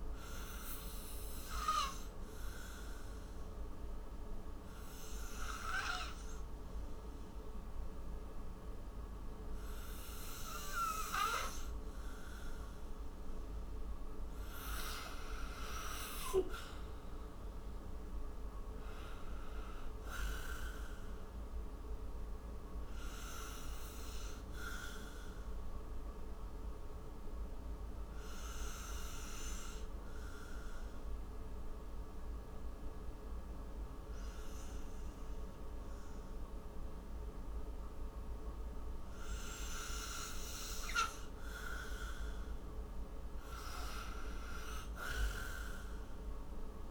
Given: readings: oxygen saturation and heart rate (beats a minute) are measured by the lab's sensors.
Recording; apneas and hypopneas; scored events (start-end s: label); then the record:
breathing in sleep by a room microphone; 2
0.50-12.50 s: obstructive apnea (oxygen 97% before, 90% lowest, heart rate 61 before, 51 extreme, up 16 after)
1.50-20.50 s: oxygen desaturation (device-marked, oxygen 97% before, 90% lowest, heart rate 62 before, 51 extreme)
15.50-19.00 s: arousal
23.00-40.50 s: obstructive apnea (oxygen 97% before, 89% lowest, heart rate 61 before, 53 extreme, up 8 after)
42.50-45.50 s: arousal
From the record:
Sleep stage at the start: N2 (light sleep); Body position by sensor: on the right side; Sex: male